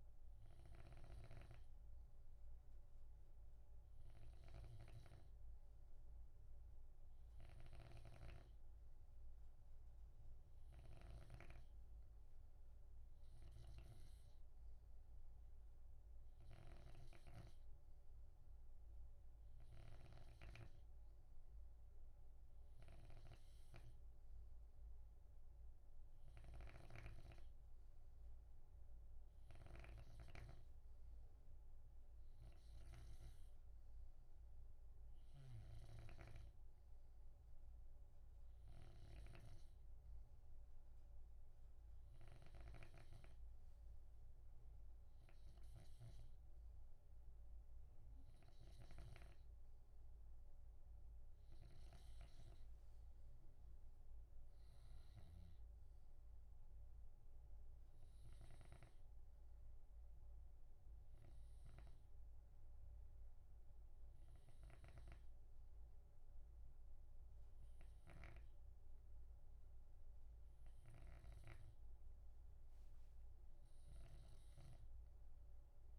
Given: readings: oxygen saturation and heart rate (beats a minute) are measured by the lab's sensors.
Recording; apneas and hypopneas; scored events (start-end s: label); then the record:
breathing in sleep by a room microphone; none
0.00-11.50 s: snoring (device-marked)
13.50-33.50 s: snoring (device-marked)
35.50-62.00 s: snoring (device-marked)
68.00-75.99 s: snoring (device-marked)
From the record:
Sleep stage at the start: N2 (light sleep); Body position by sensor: on the left side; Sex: male